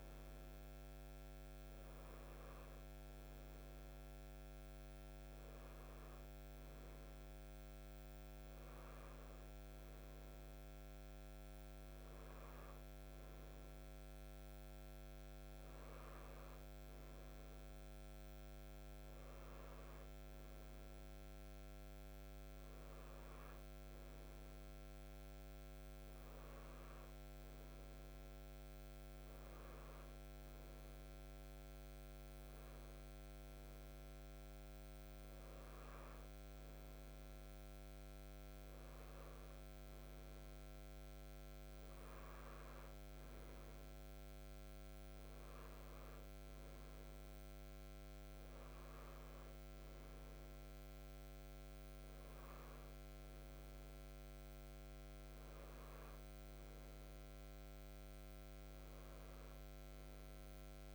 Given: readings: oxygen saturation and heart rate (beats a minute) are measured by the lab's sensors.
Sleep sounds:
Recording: breathing in sleep, hard to hear, by a microphone on the trachea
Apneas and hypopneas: none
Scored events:
none scored
From the record:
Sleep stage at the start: N3 (deep sleep)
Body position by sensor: on the right side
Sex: male

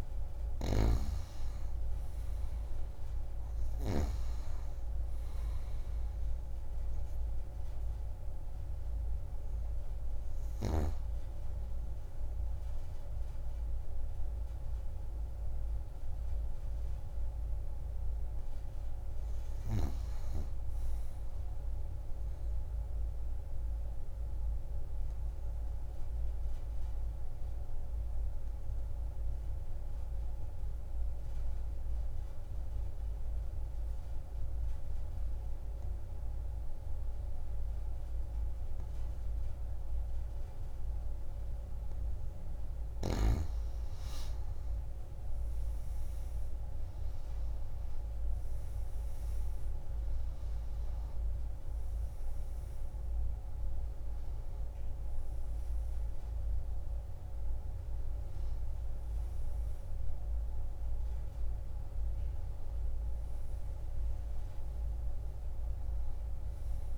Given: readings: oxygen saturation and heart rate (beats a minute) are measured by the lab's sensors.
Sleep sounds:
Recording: breathing in sleep, hard to hear, by a room microphone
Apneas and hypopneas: 1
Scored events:
0.00-1.00 s: snoring (device-marked)
0.00-3.50 s: arousal
4.00-25.00 s: oxygen desaturation (device-marked, oxygen 96% before, 90% lowest)
23.50-42.00 s: obstructive apnea (oxygen 96% before, 86% lowest)
44.00-66.98 s: oxygen desaturation (device-marked, oxygen 95% before, 86% lowest)
44.50-49.00 s: arousal
From the record:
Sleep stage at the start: N2 (light sleep)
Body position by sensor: on the back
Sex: female

